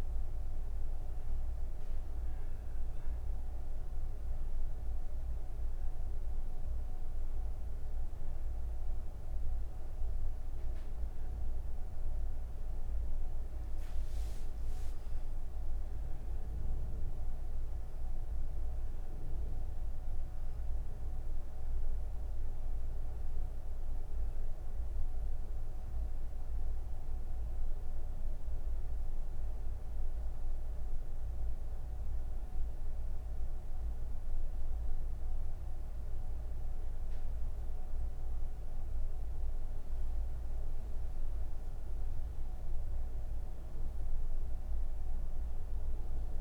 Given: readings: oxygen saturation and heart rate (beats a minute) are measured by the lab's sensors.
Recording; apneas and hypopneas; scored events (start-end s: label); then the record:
breathing in sleep, hard to hear, by a room microphone; none
none scored
From the record:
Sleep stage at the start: N2 (light sleep); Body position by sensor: on the back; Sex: female